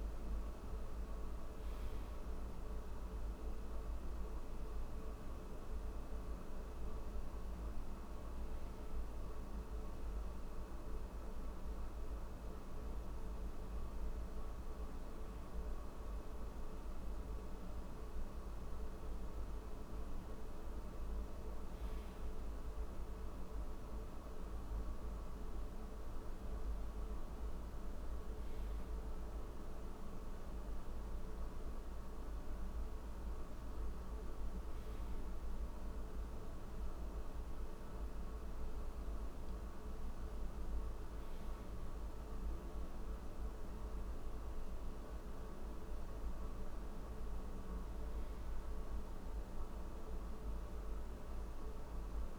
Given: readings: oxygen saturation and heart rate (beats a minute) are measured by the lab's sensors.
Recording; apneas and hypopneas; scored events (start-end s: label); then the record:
breathing in sleep, hard to hear, by a room microphone; none
none scored
From the record:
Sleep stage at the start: N1 (lightest sleep); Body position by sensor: on the back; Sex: male